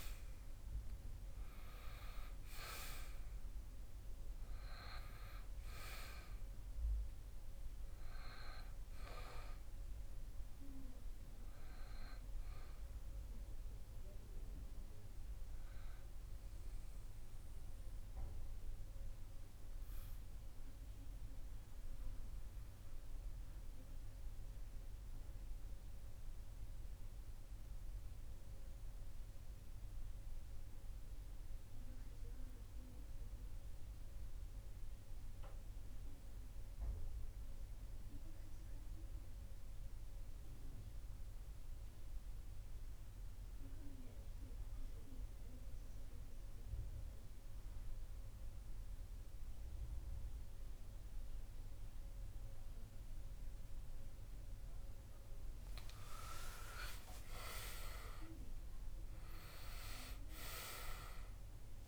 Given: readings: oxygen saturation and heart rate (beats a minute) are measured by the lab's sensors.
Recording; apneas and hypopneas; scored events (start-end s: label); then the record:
breathing in sleep by a room microphone; 1
0.00-28.00 s: oxygen desaturation (device-marked, oxygen 89% lowest)
16.50-54.50 s: obstructive apnea (oxygen 97% before, 89% lowest)
48.00-61.88 s: oxygen desaturation (device-marked, oxygen 98% before, 94% lowest)
56.00-61.88 s: arousal
From the record:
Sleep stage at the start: N2 (light sleep); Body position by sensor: on the back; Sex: male